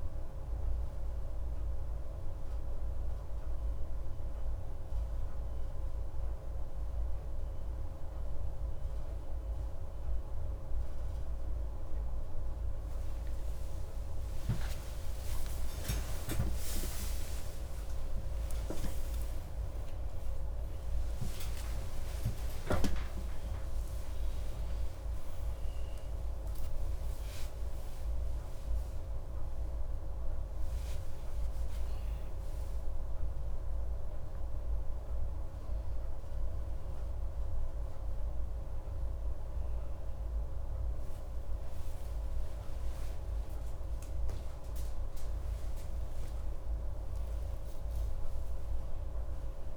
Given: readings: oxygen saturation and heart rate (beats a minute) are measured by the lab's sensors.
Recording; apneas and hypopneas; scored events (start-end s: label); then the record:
a person awake in a sleep study, hard to hear, by a room microphone; none
none scored
From the record:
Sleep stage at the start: awake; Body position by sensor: on the left side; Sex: male